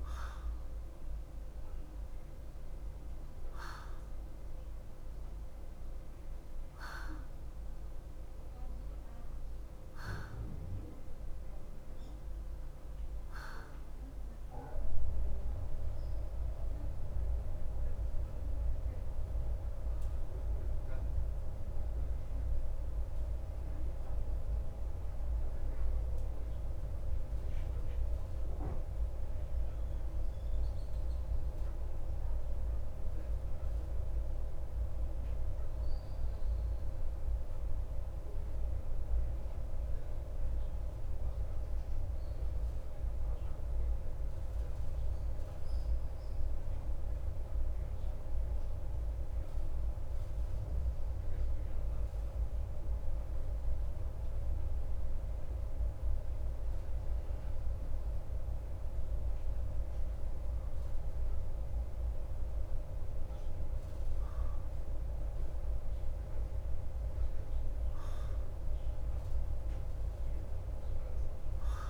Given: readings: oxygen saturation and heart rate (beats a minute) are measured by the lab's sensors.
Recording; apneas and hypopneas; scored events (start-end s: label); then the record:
breathing in sleep, hard to hear, by a room microphone; 1
0.00-49.50 s: oxygen desaturation (device-marked, oxygen 91% lowest, heart rate 51 extreme)
32.00-53.00 s: central apnea (oxygen 95% before, 91% lowest, heart rate 54 before, 51 extreme, up 2 after)
56.50-61.50 s: arousal
From the record:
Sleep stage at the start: N2 (light sleep); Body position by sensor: on the back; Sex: male